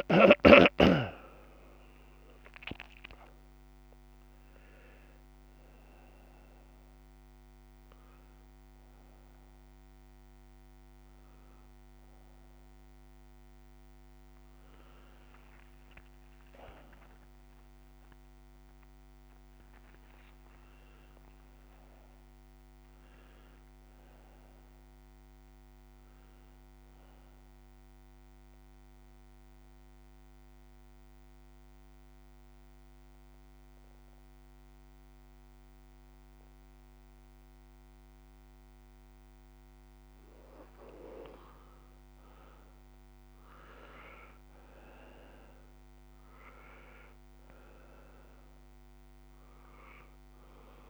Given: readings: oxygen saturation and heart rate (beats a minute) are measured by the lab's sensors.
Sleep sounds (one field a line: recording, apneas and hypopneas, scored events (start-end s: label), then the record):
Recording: breathing in sleep by a microphone on the trachea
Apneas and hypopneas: 1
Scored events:
0.00-11.00 s: oxygen desaturation (device-marked, oxygen 89% lowest)
16.50-20.00 s: arousal
29.00-40.50 s: obstructive apnea (oxygen 91% before, 88% lowest)
43.00-47.50 s: arousal
45.00-50.90 s: oxygen desaturation (device-marked, oxygen 97% before, 88% lowest)
From the record:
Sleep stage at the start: N2 (light sleep)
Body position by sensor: on the back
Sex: male